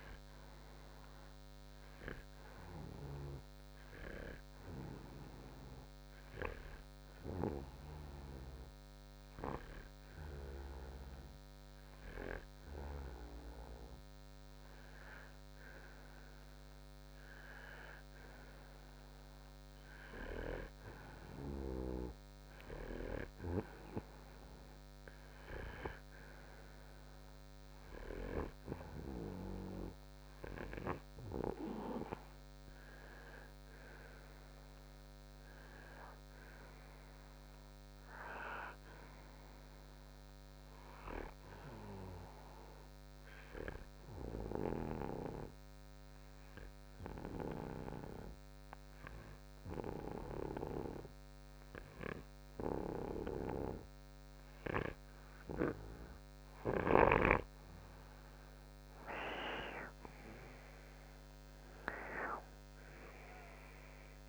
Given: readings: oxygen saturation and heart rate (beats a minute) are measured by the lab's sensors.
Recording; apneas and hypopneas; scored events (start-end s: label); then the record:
breathing in sleep by a microphone on the trachea; 2
0.00-15.00 s: oxygen desaturation (device-marked, oxygen 91% lowest, heart rate 55 extreme)
3.50-14.50 s: hypopnea (oxygen 95% before, 91% lowest, heart rate 63 before, 55 extreme, up 13 after)
17.00-20.00 s: arousal
43.00-56.50 s: obstructive apnea (oxygen 94% before, 90% lowest, heart rate 64 before, 61 extreme, up 6 after)
59.50-63.00 s: arousal
From the record:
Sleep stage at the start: N2 (light sleep); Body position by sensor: on the right side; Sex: male